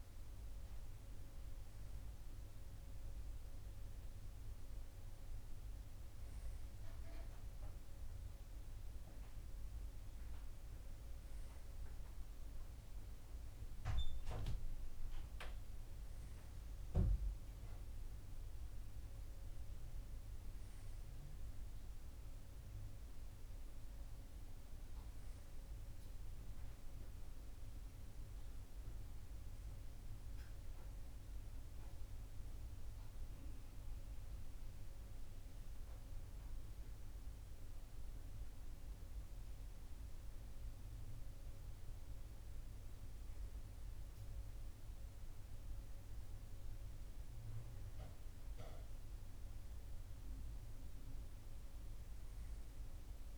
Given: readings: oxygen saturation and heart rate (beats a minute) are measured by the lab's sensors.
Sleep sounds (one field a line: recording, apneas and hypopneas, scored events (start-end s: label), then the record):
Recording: a person awake in a sleep study, hard to hear, by a room microphone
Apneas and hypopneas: none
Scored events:
none scored
From the record:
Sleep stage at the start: awake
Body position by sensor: on the right side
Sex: male